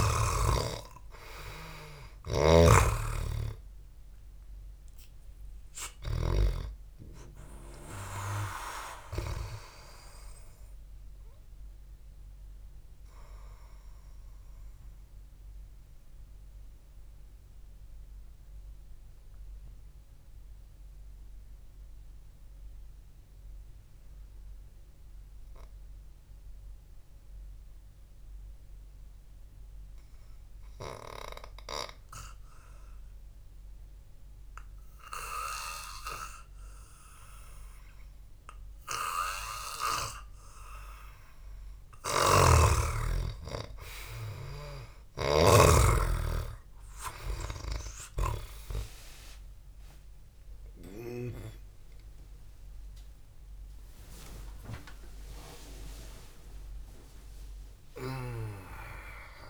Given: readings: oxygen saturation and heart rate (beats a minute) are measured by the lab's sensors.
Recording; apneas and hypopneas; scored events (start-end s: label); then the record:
a person partly awake in a sleep study, by a room microphone; 1
2.50-7.00 s: snoring (device-marked)
3.50-13.50 s: oxygen desaturation (device-marked, oxygen 96% before, 92% lowest, heart rate 57 before, 58 extreme)
4.00-7.50 s: arousal
14.50-31.00 s: mixed apnea (oxygen 97% before, 90% lowest, heart rate 56 before, 49 extreme, up 3 after)
24.50-31.50 s: oxygen desaturation (device-marked, oxygen 93% before, 90% lowest, heart rate 60 before, 49 extreme)
37.50-59.50 s: new sleep stage, awake
42.50-51.50 s: snoring (device-marked)
From the record:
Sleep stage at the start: N2 (light sleep); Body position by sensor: on the back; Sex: male